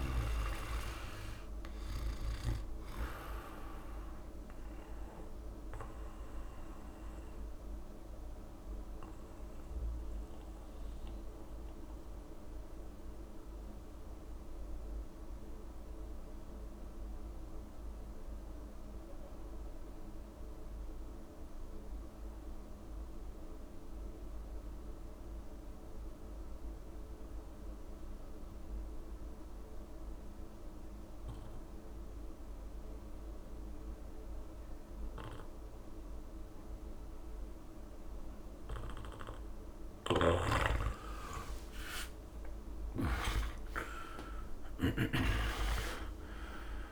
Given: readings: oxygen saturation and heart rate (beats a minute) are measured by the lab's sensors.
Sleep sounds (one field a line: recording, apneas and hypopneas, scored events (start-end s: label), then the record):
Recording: breathing in sleep by a room microphone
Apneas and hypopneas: 1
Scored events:
0.00-18.00 s: oxygen desaturation (device-marked, oxygen 82% lowest)
4.00-39.00 s: mixed apnea (oxygen 99% before, 82% lowest)
33.00-46.92 s: oxygen desaturation (device-marked, oxygen 99% before, 83% lowest)
39.50-45.00 s: snoring (device-marked)
41.50-46.50 s: arousal
From the record:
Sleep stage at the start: N2 (light sleep)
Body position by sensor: on the back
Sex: male